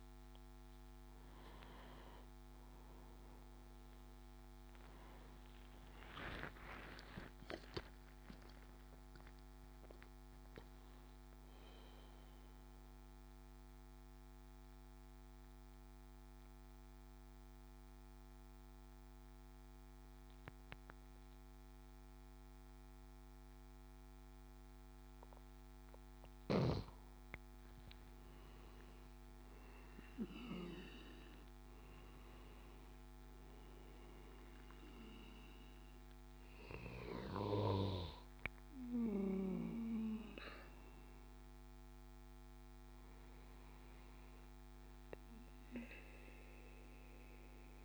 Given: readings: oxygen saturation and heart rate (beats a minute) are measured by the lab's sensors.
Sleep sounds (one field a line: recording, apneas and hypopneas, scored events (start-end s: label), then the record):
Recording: a person partly awake in a sleep study, by a microphone on the trachea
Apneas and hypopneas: 1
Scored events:
1.50-47.85 s: new sleep stage, N2 (light sleep)
12.50-26.00 s: mixed apnea (oxygen 100% before, 95% lowest, heart rate 87 before, 63 extreme, up 11 after)
27.50-30.00 s: arousal
28.50-45.50 s: oxygen desaturation (device-marked, oxygen 99% before, 95% lowest, heart rate 74 before, 65 extreme)
From the record:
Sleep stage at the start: awake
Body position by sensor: on the back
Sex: male